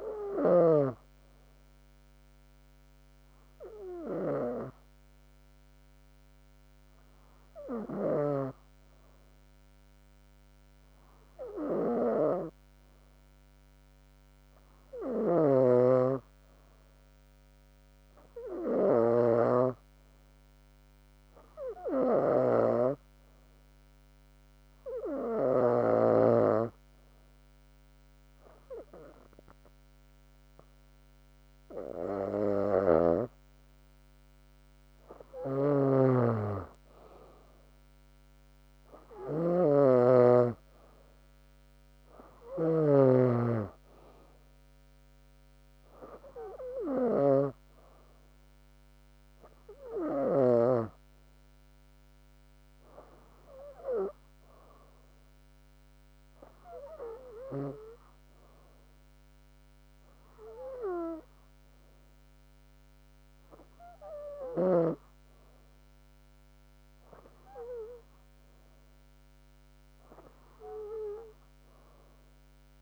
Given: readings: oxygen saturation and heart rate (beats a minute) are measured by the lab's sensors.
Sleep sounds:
breathing in sleep by a microphone on the trachea; 1
2.00-16.50 s: hypopnea (oxygen 96% before, 94% lowest, heart rate 70 before, 67 extreme, up 3 after)
18.00-21.50 s: arousal
30.00-32.00 s: long interval between heartbeats (device-marked, heart rate 69 before, 79 extreme)
From the record:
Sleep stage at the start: N2 (light sleep); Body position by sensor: on the back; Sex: female

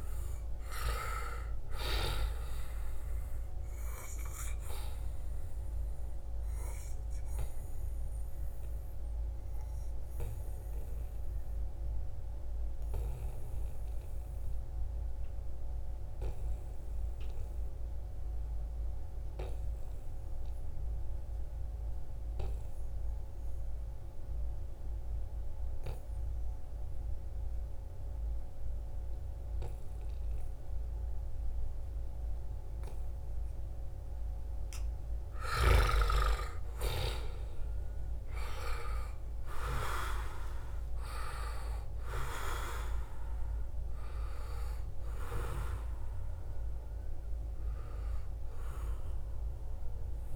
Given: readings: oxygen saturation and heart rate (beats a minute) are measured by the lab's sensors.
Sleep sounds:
breathing in sleep by a room microphone; 1
0.00-16.50 s: oxygen desaturation (device-marked, oxygen 91% lowest, heart rate 69 extreme)
4.50-35.00 s: obstructive apnea (oxygen 97% before, 88% lowest, heart rate 74 before, 69 extreme, up 10 after)
29.50-50.36 s: oxygen desaturation (device-marked, oxygen 96% before, 88% lowest, heart rate 73 before, 69 extreme)
36.00-41.50 s: arousal
From the record:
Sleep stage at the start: N2 (light sleep); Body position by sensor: on the right side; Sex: male

